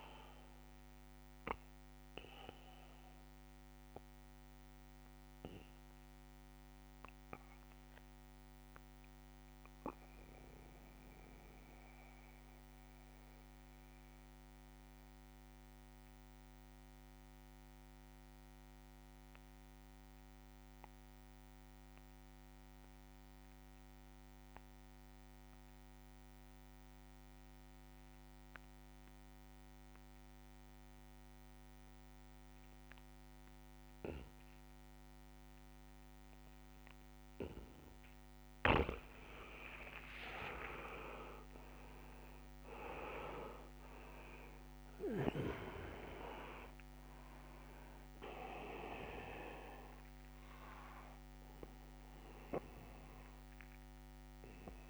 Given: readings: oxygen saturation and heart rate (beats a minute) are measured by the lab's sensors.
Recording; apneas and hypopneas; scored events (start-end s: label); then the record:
breathing in sleep by a microphone on the trachea; 1
0.00-14.00 s: oxygen desaturation (device-marked, oxygen 81% lowest)
3.00-37.50 s: mixed apnea (oxygen 99% before, 81% lowest)
39.50-44.50 s: arousal
From the record:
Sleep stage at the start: N2 (light sleep); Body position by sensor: on the back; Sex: male